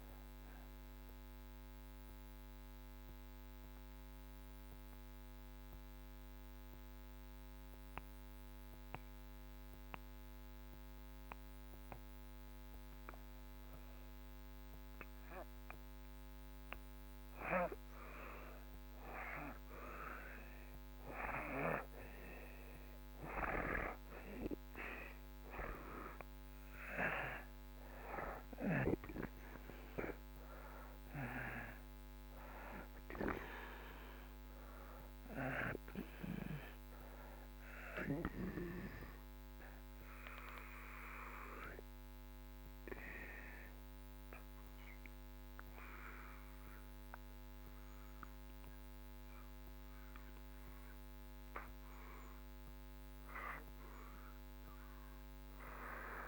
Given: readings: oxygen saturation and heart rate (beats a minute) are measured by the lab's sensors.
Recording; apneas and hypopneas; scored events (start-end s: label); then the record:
breathing in sleep by a microphone on the trachea; 2
0.00-23.50 s: oxygen desaturation (device-marked, oxygen 64% lowest)
1.00-16.00 s: mixed apnea (oxygen 86% before, 64% lowest)
24.50-30.00 s: arousal
35.50-55.50 s: oxygen desaturation (device-marked, oxygen 97% before, 83% lowest)
38.00-48.50 s: hypopnea (oxygen 98% before, 70% lowest)
51.50-54.50 s: arousal
From the record:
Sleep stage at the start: N2 (light sleep); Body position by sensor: on the back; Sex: male